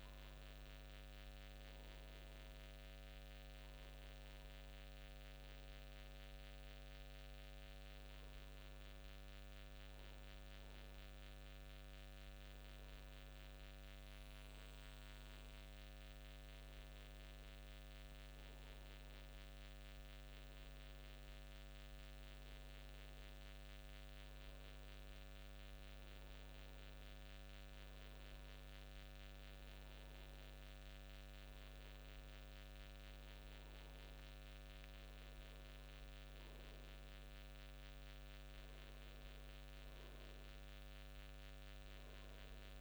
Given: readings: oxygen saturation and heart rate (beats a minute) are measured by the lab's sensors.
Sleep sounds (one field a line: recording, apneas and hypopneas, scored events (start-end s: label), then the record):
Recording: breathing in sleep, hard to hear, by a microphone on the trachea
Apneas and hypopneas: none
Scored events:
11.50-16.50 s: arousal
From the record:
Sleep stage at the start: N2 (light sleep)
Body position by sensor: on the front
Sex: male